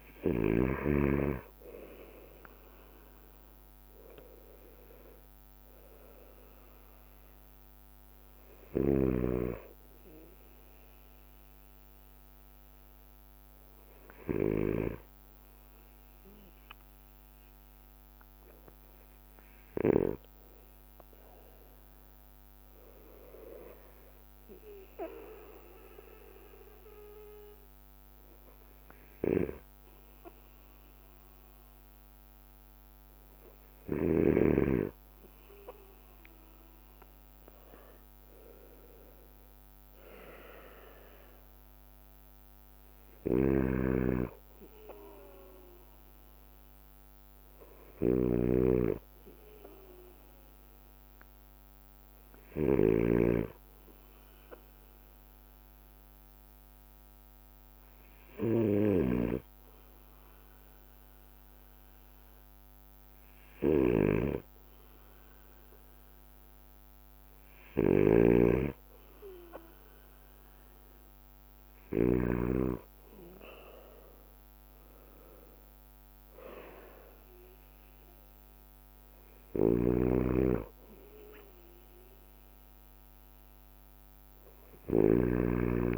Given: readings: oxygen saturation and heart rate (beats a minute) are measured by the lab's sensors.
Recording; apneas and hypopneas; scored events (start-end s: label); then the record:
breathing in sleep by a microphone on the trachea; none
0.00-1.00 s: snoring (device-marked)
0.00-20.50 s: bradycardia (device-marked, heart rate 56 extreme)
22.50-31.50 s: drop in pulse transit time (device-marked, heart rate 57 before, 57 extreme)
22.50-85.98 s: bradycardia (device-marked, heart rate 58 before, 54 extreme)
43.50-53.00 s: snoring (device-marked)
59.00-72.50 s: snoring (device-marked)
80.00-85.98 s: snoring (device-marked)
From the record:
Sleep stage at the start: N2 (light sleep); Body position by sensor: on the right side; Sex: male